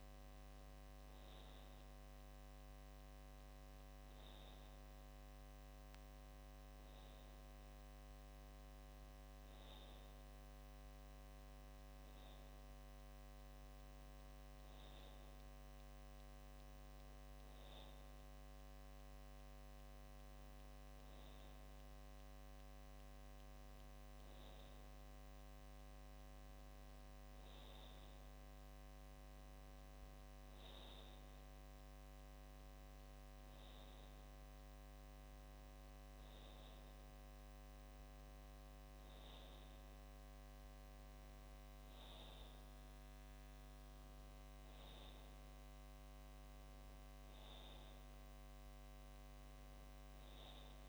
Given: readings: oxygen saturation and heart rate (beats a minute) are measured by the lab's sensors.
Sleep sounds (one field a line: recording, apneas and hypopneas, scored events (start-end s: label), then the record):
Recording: breathing in sleep, hard to hear, by a microphone on the trachea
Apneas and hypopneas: none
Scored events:
none scored
From the record:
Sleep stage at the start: N2 (light sleep)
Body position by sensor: on the back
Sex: male